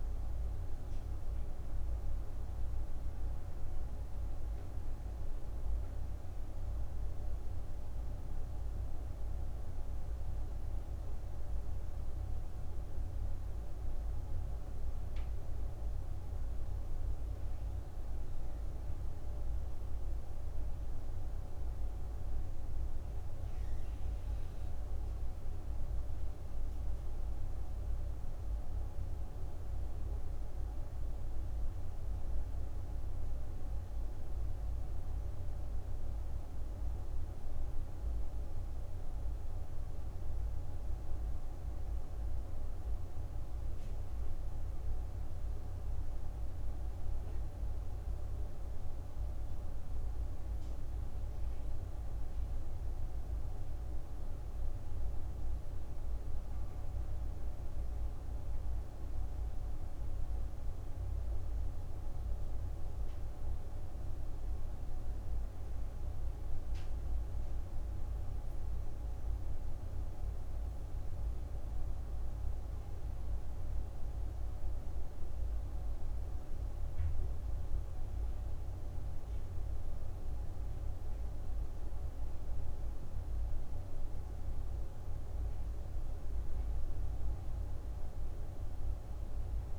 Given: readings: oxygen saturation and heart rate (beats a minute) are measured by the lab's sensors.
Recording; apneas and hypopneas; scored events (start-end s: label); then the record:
breathing in sleep, hard to hear, by a room microphone; none
none scored
From the record:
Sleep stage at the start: N1 (lightest sleep); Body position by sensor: on the right side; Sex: female